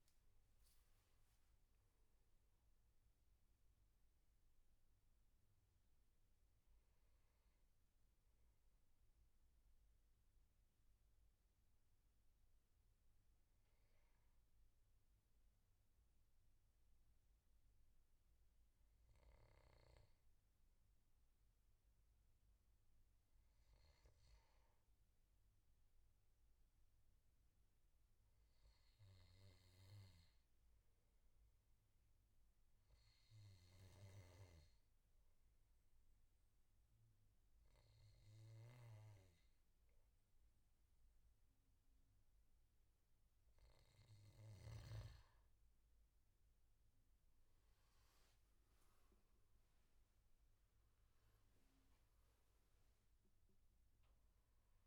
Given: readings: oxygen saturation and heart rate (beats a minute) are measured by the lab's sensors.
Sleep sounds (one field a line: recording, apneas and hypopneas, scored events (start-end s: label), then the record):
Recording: breathing in sleep, hard to hear, by a room microphone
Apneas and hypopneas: 1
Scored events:
0.00-8.50 s: oxygen desaturation (device-marked, oxygen 90% lowest, heart rate 69 extreme)
7.50-44.50 s: hypopnea (oxygen 96% before, 94% lowest, heart rate 83 before, 63 extreme, up 13 after)
33.50-54.87 s: oxygen desaturation (device-marked, oxygen 98% before, 94% lowest, heart rate 75 before, 63 extreme)
46.50-50.00 s: arousal
48.50-54.87 s: new sleep stage, REM sleep
From the record:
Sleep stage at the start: N2 (light sleep)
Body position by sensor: on the back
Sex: male